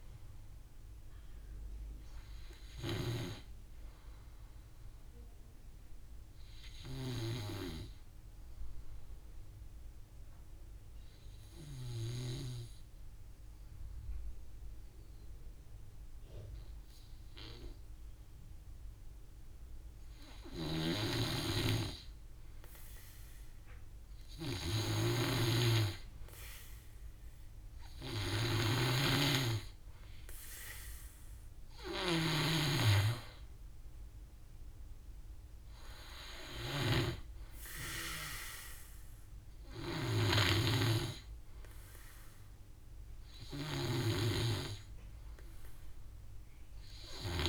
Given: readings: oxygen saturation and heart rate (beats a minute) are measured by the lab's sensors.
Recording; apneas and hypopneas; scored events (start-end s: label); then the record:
breathing in sleep by a room microphone; 1
0.00-7.00 s: drop in pulse transit time (device-marked, heart rate 53 extreme)
5.00-21.50 s: obstructive apnea (oxygen 100% before, 85% lowest, heart rate 55 before, 49 extreme, up 4 after)
20.00-43.00 s: oxygen desaturation (device-marked, oxygen 98% before, 88% lowest, heart rate 56 before, 49 extreme)
24.00-27.00 s: arousal
24.50-47.49 s: snoring (device-marked)
From the record:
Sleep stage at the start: N2 (light sleep); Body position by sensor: on the back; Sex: male